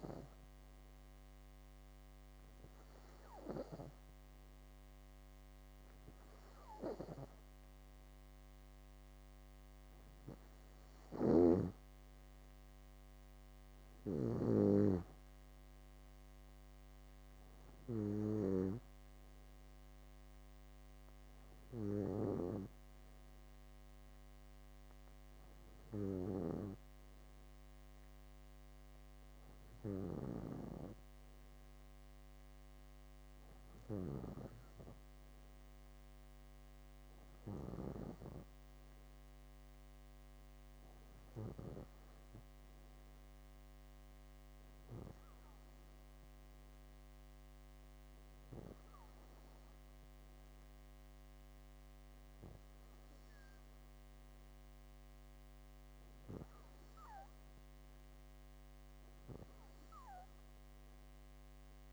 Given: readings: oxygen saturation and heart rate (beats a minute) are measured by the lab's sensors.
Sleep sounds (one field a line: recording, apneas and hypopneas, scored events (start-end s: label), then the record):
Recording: breathing in sleep by a microphone on the trachea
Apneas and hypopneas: none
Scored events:
10.50-14.00 s: snoring (device-marked)
19.00-23.00 s: arousal
From the record:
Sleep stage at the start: N2 (light sleep)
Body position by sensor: on the back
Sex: female